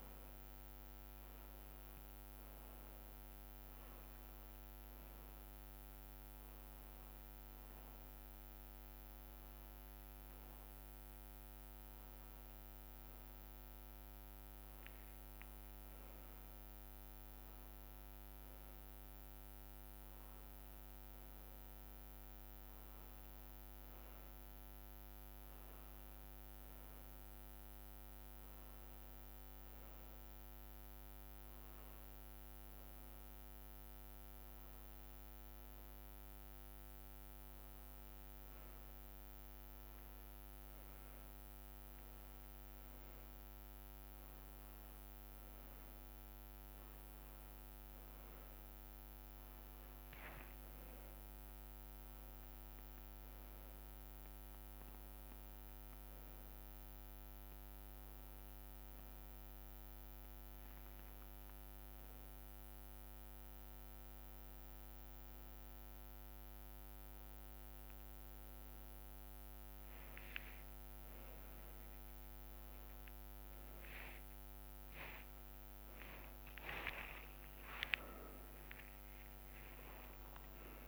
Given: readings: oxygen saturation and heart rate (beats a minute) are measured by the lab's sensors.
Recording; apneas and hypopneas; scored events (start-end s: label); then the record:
a person awake in a sleep study, hard to hear, by a microphone on the trachea; none
27.00-29.00 s: long interval between heartbeats (device-marked, heart rate 91 before, 88 extreme)
32.00-34.00 s: long interval between heartbeats (device-marked, heart rate 90 before, 84 extreme)
52.00-63.00 s: drop in pulse transit time (device-marked, heart rate 89 before, 85 extreme)
70.00-80.00 s: drop in pulse transit time (device-marked, heart rate 88 before, 83 extreme)
76.00-78.00 s: long interval between heartbeats (device-marked, heart rate 87 before, 85 extreme)
76.00-80.88 s: tachycardia (device-marked, heart rate 74 before, 110 extreme)
78.00-80.00 s: long interval between heartbeats (device-marked, heart rate 87 before, 94 extreme)
From the record:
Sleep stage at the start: awake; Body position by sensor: upright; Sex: male